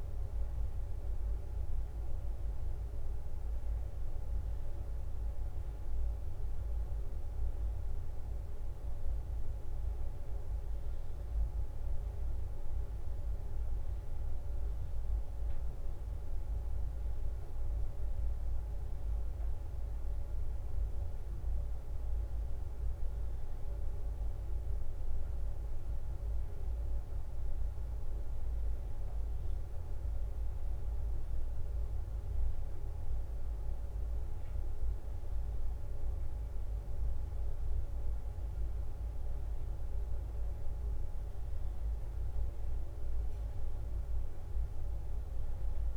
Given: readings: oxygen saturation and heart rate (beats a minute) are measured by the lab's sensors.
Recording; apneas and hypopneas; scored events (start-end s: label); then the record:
a person awake in a sleep study, hard to hear, by a room microphone; none
0.00-4.50 s: leg movement (device-marked)
6.00-12.50 s: leg movement (device-marked)
27.50-33.50 s: leg movement (device-marked)
35.00-42.00 s: leg movement (device-marked)
44.00-45.97 s: leg movement (device-marked)
From the record:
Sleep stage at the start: awake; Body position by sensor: on the back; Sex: female